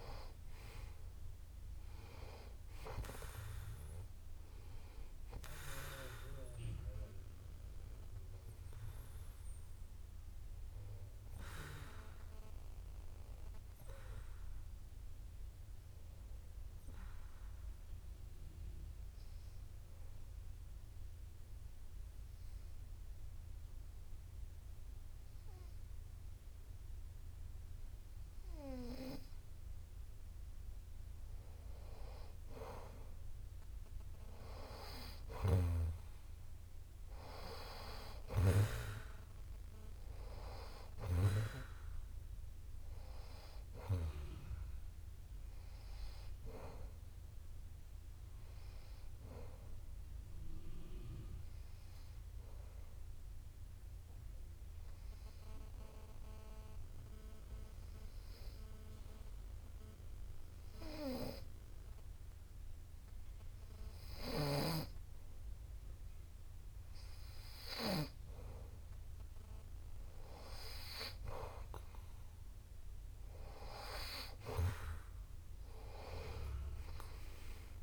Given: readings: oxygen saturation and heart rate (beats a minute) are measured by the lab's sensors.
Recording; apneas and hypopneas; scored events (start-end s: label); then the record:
breathing in sleep by a room microphone; 2
0.00-12.50 s: oxygen desaturation (device-marked, oxygen 91% lowest)
5.00-9.00 s: arousal
16.50-31.00 s: obstructive apnea (oxygen 96% before, 90% lowest)
38.00-42.50 s: arousal
51.50-67.00 s: obstructive apnea (oxygen 96% before, 90% lowest)
69.50-72.50 s: arousal
73.50-77.83 s: oxygen desaturation (device-marked, oxygen 95% before, 90% lowest)
From the record:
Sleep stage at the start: N2 (light sleep); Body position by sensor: on the back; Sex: male